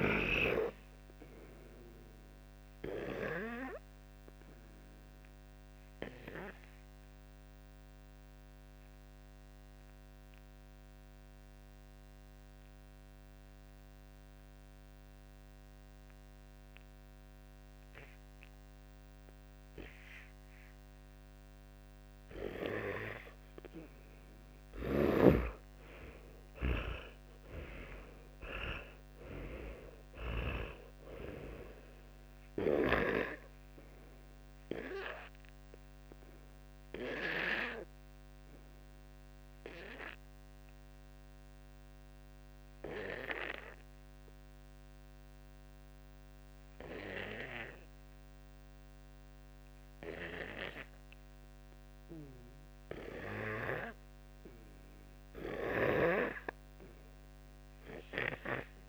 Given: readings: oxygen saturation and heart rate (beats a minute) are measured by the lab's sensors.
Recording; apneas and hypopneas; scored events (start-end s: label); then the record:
breathing in sleep by a microphone on the trachea; 2
7.50-23.00 s: obstructive apnea (oxygen 96% before, 91% lowest, heart rate 65 before, 53 extreme, up 37 after)
9.00-23.00 s: oxygen desaturation (device-marked, oxygen 99% before, 94% lowest, heart rate 64 before, 53 extreme)
24.50-30.50 s: snoring (device-marked)
26.00-29.50 s: arousal
39.00-52.00 s: obstructive apnea (oxygen 99% before, 89% lowest, heart rate 67 before, 53 extreme, up 2 after)
53.50-57.00 s: arousal
From the record:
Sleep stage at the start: N2 (light sleep); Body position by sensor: on the back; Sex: male